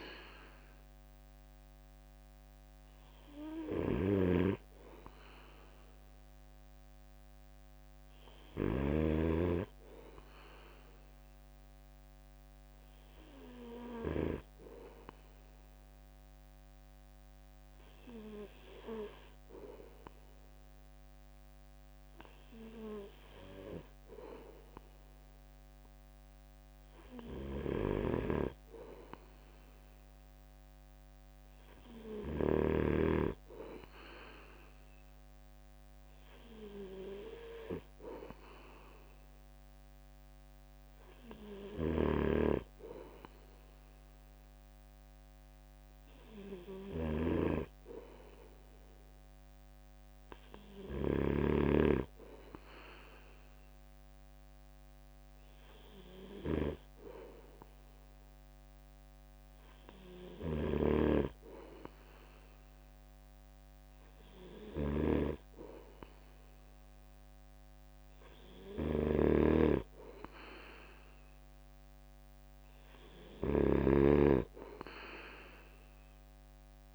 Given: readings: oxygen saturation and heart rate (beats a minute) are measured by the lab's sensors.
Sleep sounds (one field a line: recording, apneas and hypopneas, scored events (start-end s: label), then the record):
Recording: breathing in sleep by a microphone on the trachea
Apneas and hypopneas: none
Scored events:
0.00-14.00 s: drop in pulse transit time (device-marked, heart rate 66 before, 62 extreme)
4.00-8.50 s: snoring (device-marked)
41.50-76.95 s: snoring (device-marked)
From the record:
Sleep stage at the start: N3 (deep sleep)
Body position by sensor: on the right side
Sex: male